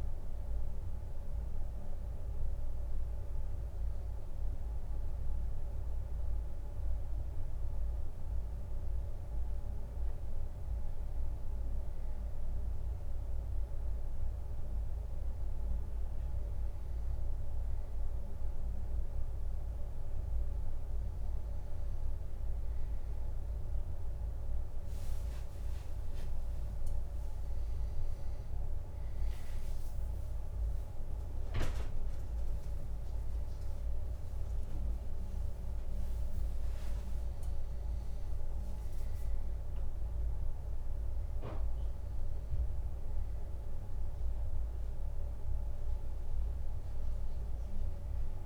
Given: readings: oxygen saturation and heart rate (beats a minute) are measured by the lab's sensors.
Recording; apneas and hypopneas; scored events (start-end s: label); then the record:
breathing in sleep, hard to hear, by a room microphone; none
24.50-28.50 s: leg movement (device-marked)
26.00-31.50 s: arousal
29.00-30.50 s: leg movement (device-marked)
36.00-40.50 s: leg movement (device-marked)
From the record:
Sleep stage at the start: N1 (lightest sleep); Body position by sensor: on the right side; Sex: male